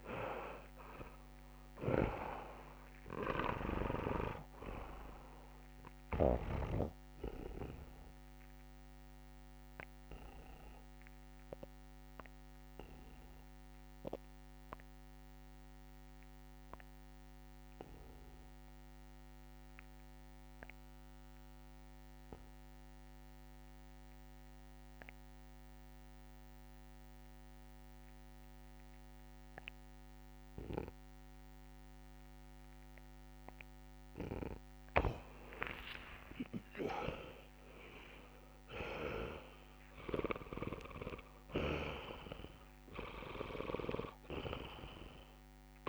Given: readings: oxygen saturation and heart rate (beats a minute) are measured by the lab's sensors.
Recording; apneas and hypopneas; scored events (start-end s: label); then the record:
breathing in sleep by a microphone on the trachea; 1
0.00-6.00 s: snoring (device-marked)
0.00-22.50 s: oxygen desaturation (device-marked, oxygen 84% lowest)
7.00-33.50 s: obstructive apnea (oxygen 99% before, 84% lowest)
34.50-45.89 s: oxygen desaturation (device-marked, oxygen 98% before, 87% lowest)
34.50-45.89 s: snoring (device-marked)
35.50-39.50 s: arousal
From the record:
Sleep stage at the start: N2 (light sleep); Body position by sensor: on the back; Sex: male